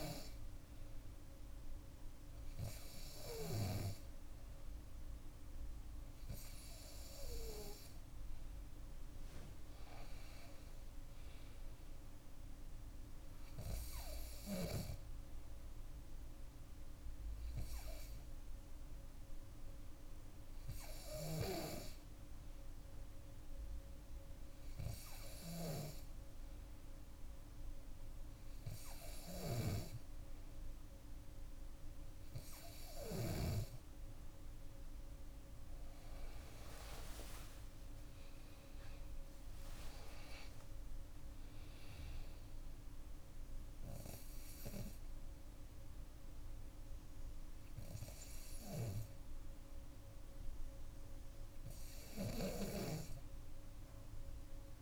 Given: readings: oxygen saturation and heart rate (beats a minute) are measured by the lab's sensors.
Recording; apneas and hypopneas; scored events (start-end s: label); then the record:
breathing in sleep by a room microphone; none
17.50-21.50 s: bradycardia (device-marked, heart rate 64 before, 59 extreme)
36.50-38.50 s: long interval between heartbeats (device-marked, heart rate 62 before, 74 extreme)
46.50-48.50 s: bradycardia (device-marked, heart rate 64 before, 62 extreme)
From the record:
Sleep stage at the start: N2 (light sleep); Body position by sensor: on the back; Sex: female